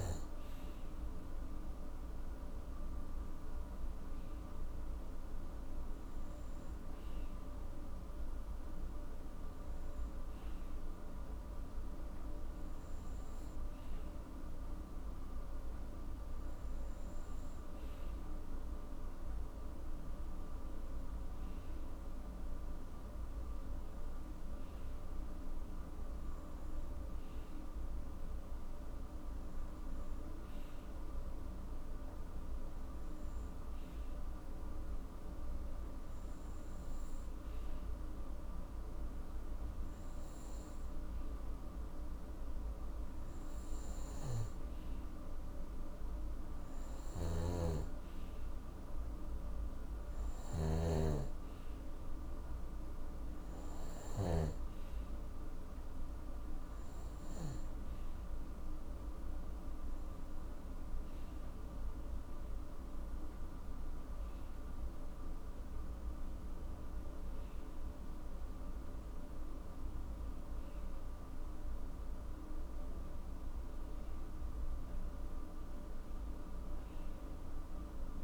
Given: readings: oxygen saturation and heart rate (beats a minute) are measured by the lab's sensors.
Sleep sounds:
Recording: breathing in sleep, hard to hear, by a room microphone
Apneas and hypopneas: none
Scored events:
47.00-54.50 s: snoring (device-marked)
From the record:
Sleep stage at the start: N2 (light sleep)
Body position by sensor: on the right side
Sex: male

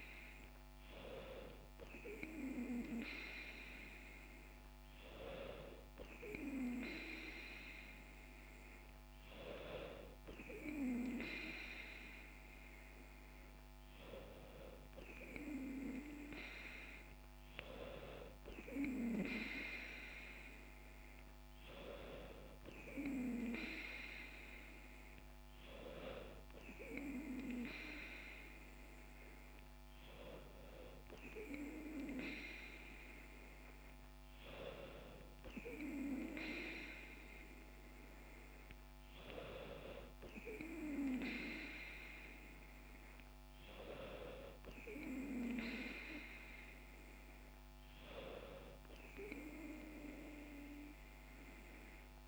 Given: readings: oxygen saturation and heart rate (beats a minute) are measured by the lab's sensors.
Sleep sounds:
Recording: breathing in sleep by a microphone on the trachea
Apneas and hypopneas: none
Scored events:
none scored
From the record:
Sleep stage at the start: N2 (light sleep)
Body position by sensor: on the back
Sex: female

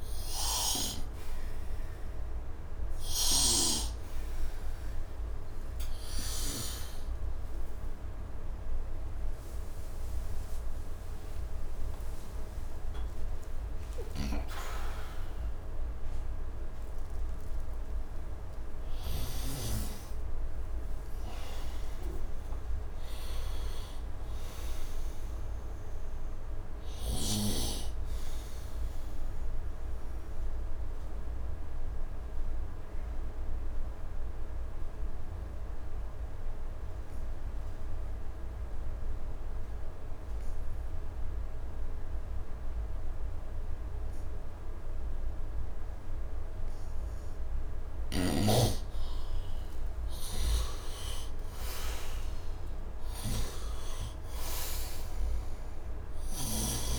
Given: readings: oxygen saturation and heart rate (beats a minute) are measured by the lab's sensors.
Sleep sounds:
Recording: a person partly awake in a sleep study, by a room microphone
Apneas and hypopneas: 1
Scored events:
0.00-21.50 s: oxygen desaturation (device-marked, oxygen 69% lowest, heart rate 69 extreme)
23.50-56.99 s: new sleep stage, N2 (light sleep)
31.50-47.50 s: obstructive apnea (oxygen 100% before, 77% lowest, heart rate 91 before, 64 extreme, up 48 after)
47.50-56.99 s: oxygen desaturation (device-marked, oxygen 98% before, 81% lowest, heart rate 74 before, 64 extreme)
50.00-54.50 s: arousal
From the record:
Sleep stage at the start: awake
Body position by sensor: on the right side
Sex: male

